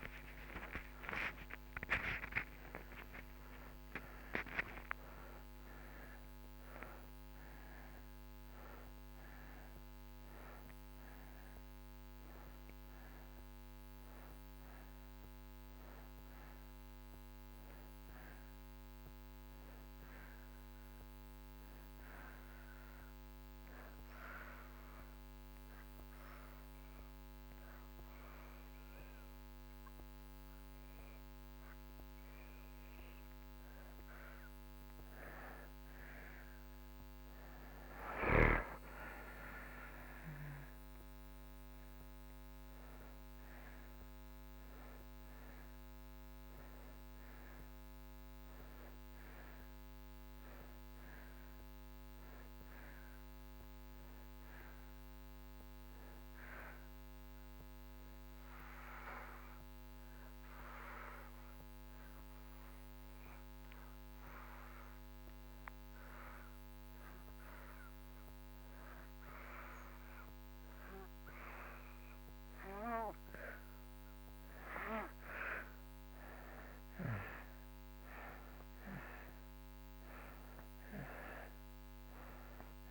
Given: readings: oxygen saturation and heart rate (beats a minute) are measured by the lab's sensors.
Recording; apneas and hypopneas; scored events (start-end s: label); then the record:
breathing in sleep by a microphone on the trachea; 2
0.00-3.00 s: arousal
23.00-34.00 s: obstructive apnea (oxygen 92% before, 84% lowest)
40.00-44.50 s: arousal
45.50-67.50 s: oxygen desaturation (device-marked, oxygen 93% before, 84% lowest)
59.00-74.00 s: obstructive apnea (oxygen 94% before, 83% lowest)
77.00-82.50 s: arousal
81.50-82.91 s: oxygen desaturation (device-marked, oxygen 95% before, 83% lowest)
From the record:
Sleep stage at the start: N2 (light sleep); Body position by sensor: on the back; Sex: male